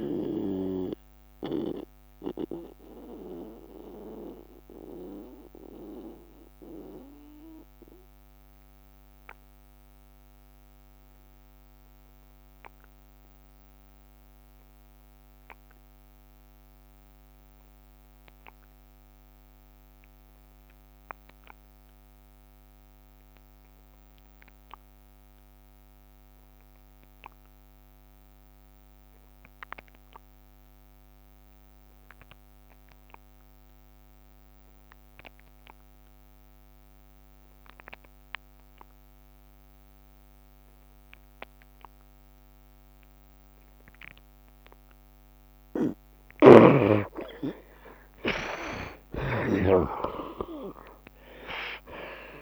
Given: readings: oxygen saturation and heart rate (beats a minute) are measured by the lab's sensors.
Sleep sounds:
breathing in sleep by a microphone on the trachea; 1
0.00-17.50 s: oxygen desaturation (device-marked, oxygen 55% lowest, heart rate 66 extreme)
1.00-45.00 s: mixed apnea (oxygen 83% before, 55% lowest, heart rate 74 before, 66 extreme, up 3 after)
21.50-52.42 s: oxygen desaturation (device-marked, oxygen 90% before, 57% lowest, heart rate 68 before, 65 extreme)
48.00-52.42 s: arousal
From the record:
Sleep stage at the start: N2 (light sleep); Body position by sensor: on the right side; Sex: male

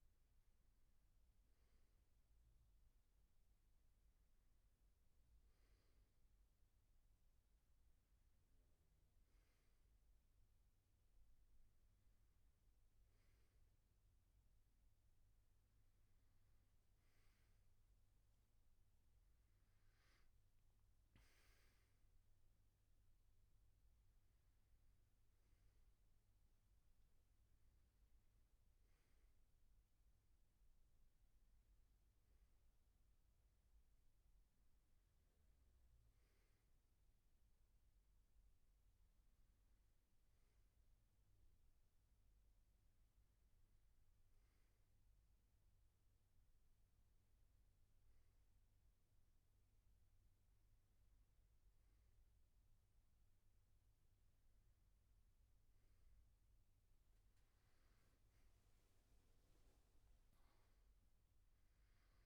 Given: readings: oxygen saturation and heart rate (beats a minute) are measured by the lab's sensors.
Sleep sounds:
breathing in sleep, hard to hear, by a room microphone; none
none scored
From the record:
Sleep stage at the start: N1 (lightest sleep); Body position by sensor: on the back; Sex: male

